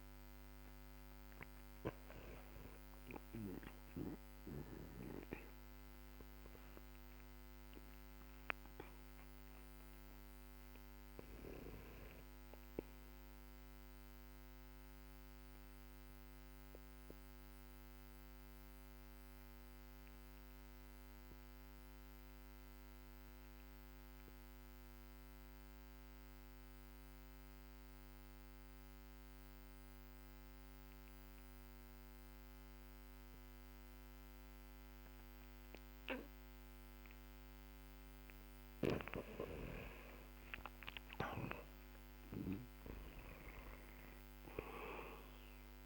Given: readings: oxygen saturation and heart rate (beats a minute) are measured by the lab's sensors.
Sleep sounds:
a person partly awake in a sleep study, by a microphone on the trachea; 1
5.00-45.86 s: new sleep stage, N2 (light sleep)
7.50-37.00 s: obstructive apnea (oxygen 97% before, 89% lowest, heart rate 59 before, 52 extreme, up 11 after)
31.00-45.86 s: oxygen desaturation (device-marked, oxygen 98% before, 89% lowest, heart rate 58 before, 49 extreme)
39.00-44.00 s: arousal
From the record:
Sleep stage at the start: awake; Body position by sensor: on the back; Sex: male

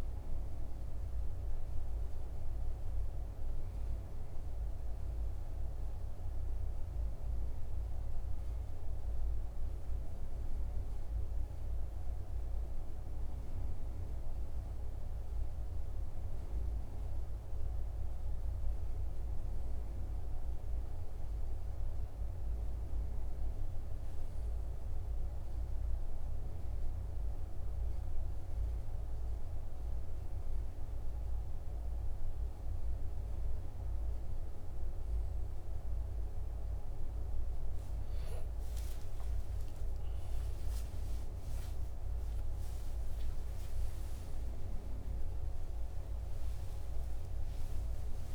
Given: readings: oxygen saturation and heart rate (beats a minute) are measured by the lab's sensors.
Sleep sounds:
a person awake in a sleep study, hard to hear, by a room microphone; none
none scored
From the record:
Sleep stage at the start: awake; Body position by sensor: on the right side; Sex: male

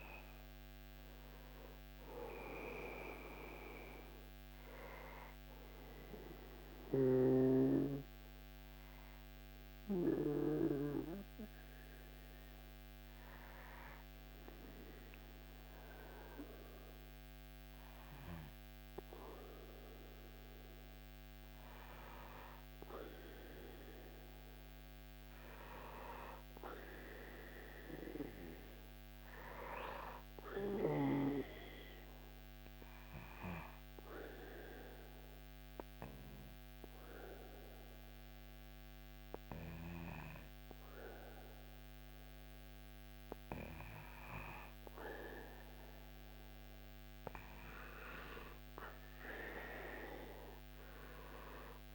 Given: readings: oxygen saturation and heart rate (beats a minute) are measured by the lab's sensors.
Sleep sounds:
breathing in sleep by a microphone on the trachea; 2
6.50-21.00 s: hypopnea (oxygen 98% before, 94% lowest, heart rate 77 before, 75 extreme, up 4 after)
23.50-28.00 s: arousal
32.50-44.50 s: obstructive apnea (oxygen 98% before, 92% lowest, heart rate 77 before, 75 extreme, up 2 after)
47.50-51.95 s: arousal
From the record:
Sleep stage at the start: N2 (light sleep); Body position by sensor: on the back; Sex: male

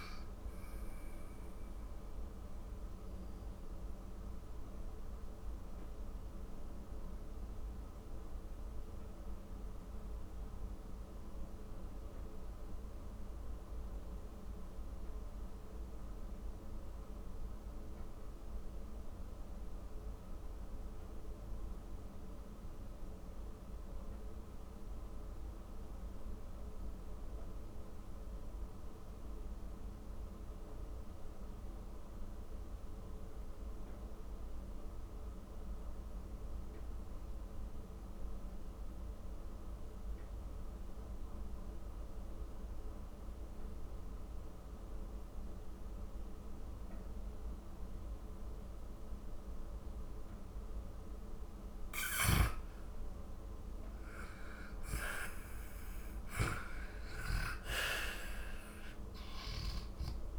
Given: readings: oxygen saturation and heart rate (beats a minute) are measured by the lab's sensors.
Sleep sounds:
breathing in sleep, hard to hear, by a room microphone; 1
0.00-12.00 s: oxygen desaturation (device-marked, oxygen 89% lowest, heart rate 45 extreme)
1.50-50.50 s: mixed apnea (oxygen 95% before, 88% lowest, heart rate 65 before, 44 extreme, up 17 after)
49.00-60.39 s: oxygen desaturation (device-marked, oxygen 97% before, 88% lowest, heart rate 53 before, 48 extreme)
52.50-57.50 s: arousal
From the record:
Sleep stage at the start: N2 (light sleep); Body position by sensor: on the back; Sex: male

